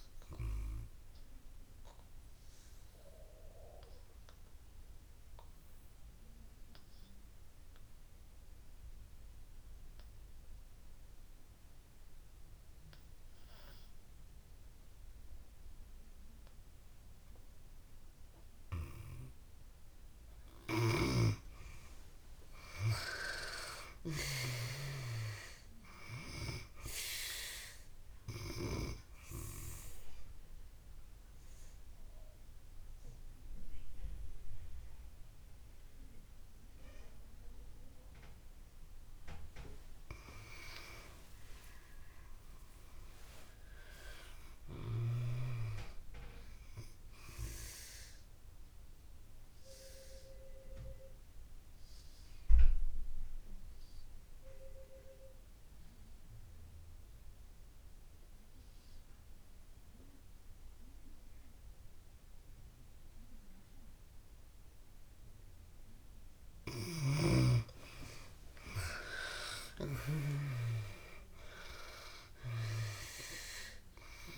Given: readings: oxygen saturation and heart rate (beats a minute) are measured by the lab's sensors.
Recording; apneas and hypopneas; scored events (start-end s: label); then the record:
breathing in sleep by a room microphone; 3
0.00-18.50 s: oxygen desaturation (device-marked, oxygen 73% lowest)
0.50-19.50 s: obstructive apnea (oxygen 95% before, 73% lowest)
20.50-52.50 s: oxygen desaturation (device-marked, oxygen 95% before, 76% lowest)
21.00-24.00 s: arousal
29.50-39.50 s: obstructive apnea (oxygen 95% before, 75% lowest)
40.50-44.50 s: arousal
47.50-67.00 s: obstructive apnea (oxygen 95% before, 74% lowest)
59.50-66.50 s: oxygen desaturation (device-marked, oxygen 97% before, 89% lowest)
68.50-74.38 s: oxygen desaturation (device-marked, oxygen 96% before, 75% lowest)
69.50-73.50 s: arousal
From the record:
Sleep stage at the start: N2 (light sleep); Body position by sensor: on the back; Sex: female